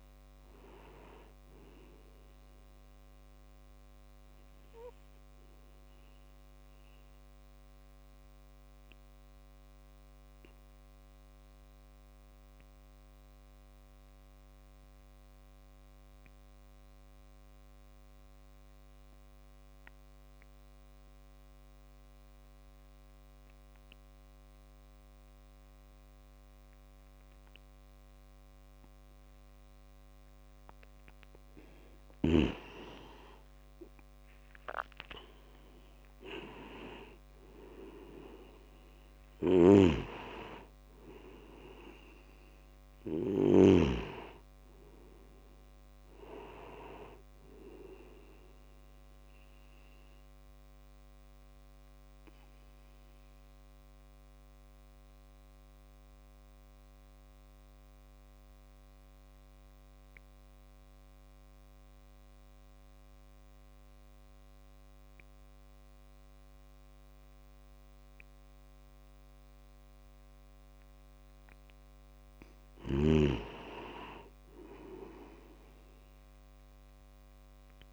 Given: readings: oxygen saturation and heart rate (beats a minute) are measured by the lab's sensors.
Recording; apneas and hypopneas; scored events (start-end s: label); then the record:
breathing in sleep by a microphone on the trachea; 2
0.00-15.50 s: oxygen desaturation (device-marked, oxygen 89% lowest)
6.50-30.50 s: obstructive apnea (oxygen 98% before, 89% lowest)
25.50-61.50 s: oxygen desaturation (device-marked, oxygen 98% before, 90% lowest)
33.00-37.00 s: arousal
35.50-37.50 s: tachycardia (device-marked, heart rate 57 before, 53 extreme)
39.50-43.50 s: snoring (device-marked)
46.50-51.50 s: tachycardia (device-marked, heart rate 58 before, 111 extreme)
49.50-71.00 s: obstructive apnea (oxygen 98% before, 90% lowest, heart rate 63 before, 35 extreme)
71.50-77.50 s: tachycardia (device-marked, heart rate 59 before, 136 extreme)
73.50-77.00 s: arousal
75.50-77.93 s: oxygen desaturation (device-marked, oxygen 98% before, 92% lowest)
From the record:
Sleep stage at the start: N2 (light sleep); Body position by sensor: on the back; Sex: male